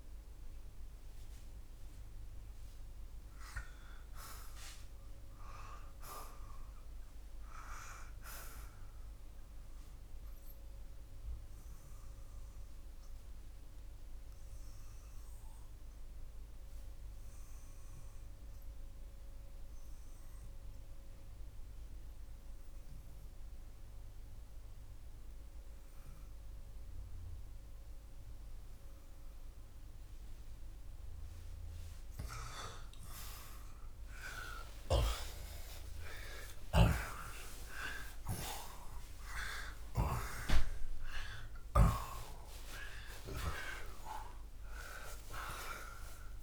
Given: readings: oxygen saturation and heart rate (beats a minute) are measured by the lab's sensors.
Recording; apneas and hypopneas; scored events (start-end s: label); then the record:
breathing in sleep by a room microphone; 1
0.00-3.00 s: oxygen desaturation (device-marked, oxygen 81% lowest, heart rate 75 extreme)
11.00-30.50 s: obstructive apnea (oxygen 89% before, 79% lowest, heart rate 82 before, 78 extreme)
23.00-41.00 s: oxygen desaturation (device-marked, oxygen 91% before, 84% lowest)
34.00-38.00 s: arousal
36.00-41.50 s: snoring (device-marked)
From the record:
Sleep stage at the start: N2 (light sleep); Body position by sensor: on the back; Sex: male